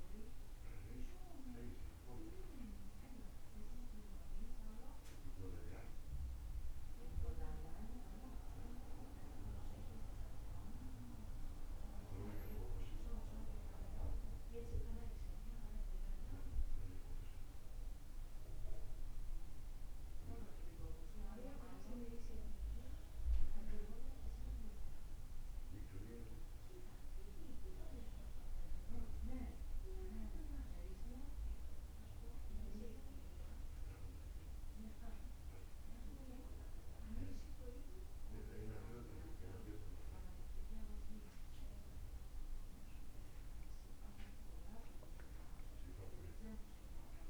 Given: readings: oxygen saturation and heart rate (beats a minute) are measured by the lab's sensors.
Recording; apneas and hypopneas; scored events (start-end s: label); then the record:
breathing in sleep by a room microphone; none
none scored
From the record:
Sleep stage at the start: N2 (light sleep); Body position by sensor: on the back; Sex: male